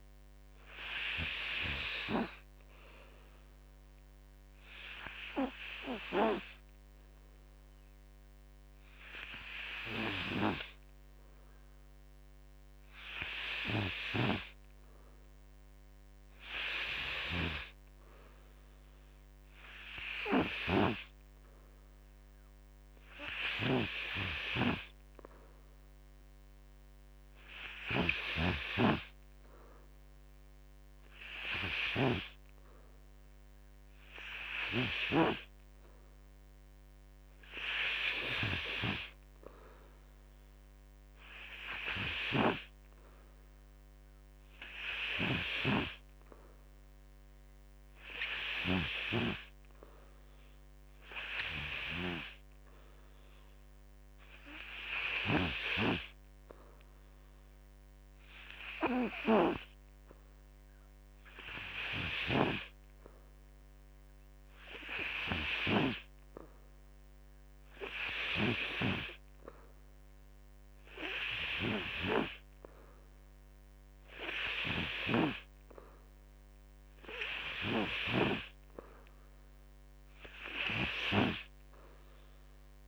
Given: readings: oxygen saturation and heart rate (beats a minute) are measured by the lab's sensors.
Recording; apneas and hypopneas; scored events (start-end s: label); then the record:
breathing in sleep by a microphone on the trachea; none
19.00-40.00 s: oxygen desaturation (device-marked, oxygen 95% before, 92% lowest, heart rate 57 before, 53 extreme)
72.00-82.88 s: oxygen desaturation (device-marked, oxygen 93% before, 90% lowest, heart rate 59 before, 49 extreme)
From the record:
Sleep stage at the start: N2 (light sleep); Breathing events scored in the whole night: 243 in 4.0 hours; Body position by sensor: on the back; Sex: male